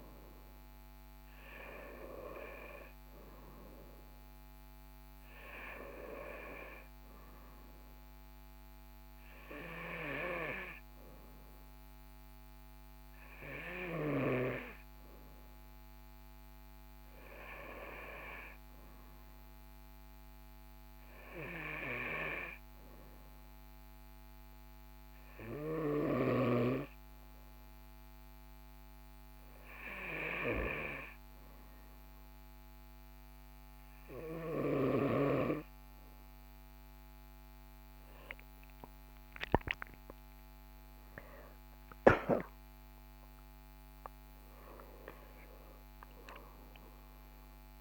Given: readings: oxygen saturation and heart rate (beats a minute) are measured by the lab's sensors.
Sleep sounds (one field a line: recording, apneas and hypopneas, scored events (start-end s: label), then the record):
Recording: breathing in sleep by a microphone on the trachea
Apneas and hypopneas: none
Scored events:
42.00-47.00 s: arousal
From the record:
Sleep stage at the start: N2 (light sleep)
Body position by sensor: on the right side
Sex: male